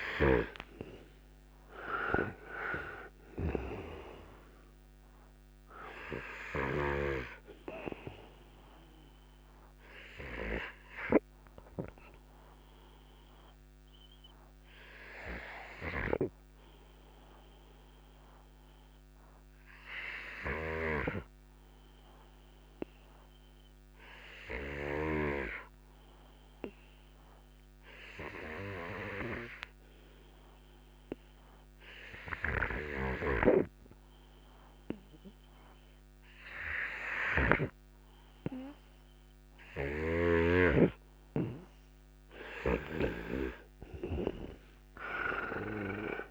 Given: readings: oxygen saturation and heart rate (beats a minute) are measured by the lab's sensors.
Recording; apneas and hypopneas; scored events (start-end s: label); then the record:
breathing in sleep by a microphone on the trachea; 1
0.00-6.00 s: oxygen desaturation (device-marked, oxygen 84% lowest, heart rate 58 extreme)
1.00-4.50 s: arousal
10.00-35.50 s: obstructive apnea (oxygen 89% before, 86% lowest, heart rate 68 before, 57 extreme, up 15 after)
20.50-25.00 s: snoring (device-marked)
33.00-37.50 s: snoring (device-marked)
39.50-43.00 s: snoring (device-marked)
39.50-44.00 s: arousal
41.00-46.31 s: oxygen desaturation (device-marked, oxygen 95% before, 86% lowest, heart rate 59 before, 59 extreme)
From the record:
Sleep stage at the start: N2 (light sleep); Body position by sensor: on the right side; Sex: male